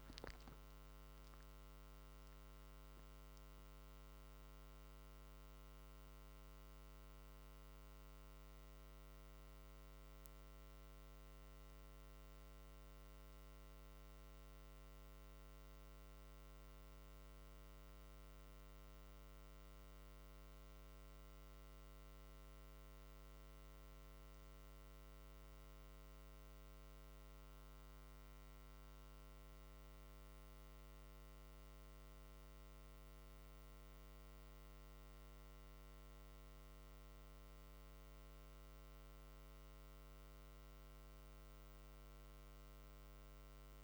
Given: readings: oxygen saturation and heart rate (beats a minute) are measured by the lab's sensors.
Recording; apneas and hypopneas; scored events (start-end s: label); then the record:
breathing in sleep, hard to hear, by a microphone on the trachea; 1
1.50-18.50 s: hypopnea (oxygen 97% before, 95% lowest, heart rate 63 before, 56 extreme, up 4 after)
21.50-25.50 s: arousal
From the record:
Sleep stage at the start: N1 (lightest sleep); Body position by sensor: on the back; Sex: male